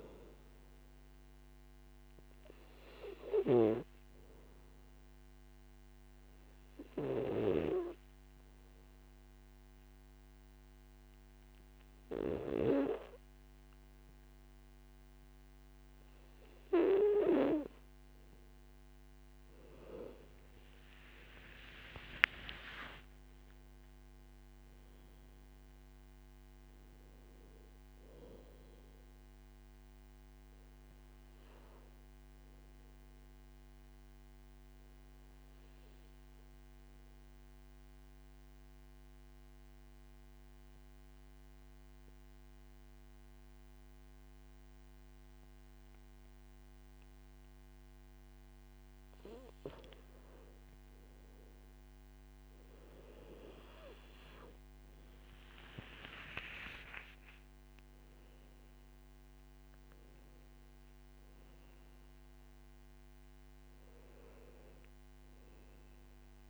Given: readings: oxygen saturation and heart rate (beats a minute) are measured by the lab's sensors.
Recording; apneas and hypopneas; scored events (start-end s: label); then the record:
breathing in sleep by a microphone on the trachea; 2
0.00-2.00 s: arousal
6.00-18.50 s: obstructive apnea (oxygen 100% before, 93% lowest, heart rate 51 before, 52 extreme, up 14 after)
21.50-26.00 s: arousal
34.50-49.00 s: obstructive apnea (oxygen 98% before, 93% lowest, heart rate 61 before, 51 extreme, up 10 after)
54.00-57.00 s: arousal
61.00-66.50 s: oxygen desaturation (device-marked, oxygen 99% before, 93% lowest, heart rate 56 before, 53 extreme)
From the record:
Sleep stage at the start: N2 (light sleep); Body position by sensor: on the back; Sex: male